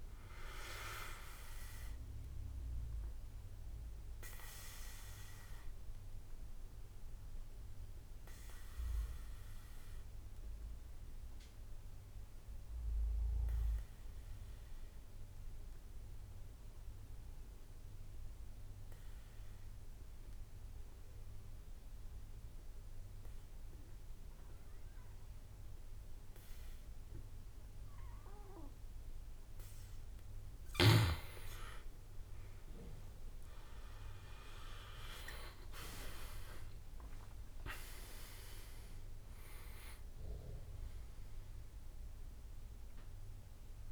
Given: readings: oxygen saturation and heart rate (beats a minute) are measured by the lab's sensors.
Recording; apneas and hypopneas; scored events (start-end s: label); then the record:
breathing in sleep by a room microphone; 1
0.00-10.00 s: drop in pulse transit time (device-marked, heart rate 54 before, 47 extreme)
0.00-20.00 s: oxygen desaturation (device-marked, oxygen 97% before, 86% lowest, heart rate 55 before, 47 extreme)
3.00-29.00 s: obstructive apnea (oxygen 97% before, 84% lowest, heart rate 56 before, 47 extreme, up 18 after)
25.00-31.00 s: oxygen desaturation (device-marked, oxygen 98% before, 90% lowest, heart rate 50 before, 58 extreme)
31.00-42.00 s: drop in pulse transit time (device-marked, heart rate 52 before, 59 extreme)
31.50-36.00 s: arousal
33.00-43.92 s: oxygen desaturation (device-marked, oxygen 98% before, 85% lowest, heart rate 53 before, 49 extreme)
From the record:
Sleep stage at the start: N2 (light sleep); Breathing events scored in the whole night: 243 in 4.0 hours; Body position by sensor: on the back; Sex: male